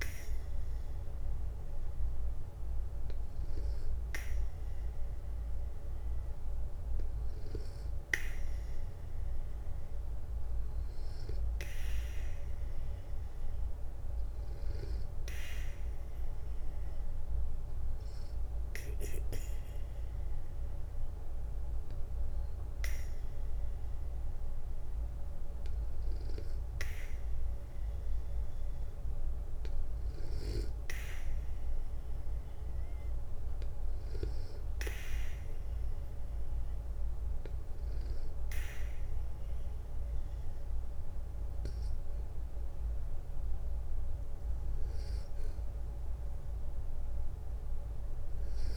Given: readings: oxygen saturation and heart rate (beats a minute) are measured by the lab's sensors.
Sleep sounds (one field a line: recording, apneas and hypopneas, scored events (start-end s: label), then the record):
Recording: breathing in sleep by a room microphone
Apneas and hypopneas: none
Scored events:
11.50-15.00 s: arousal
From the record:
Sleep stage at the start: N2 (light sleep)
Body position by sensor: on the back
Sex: male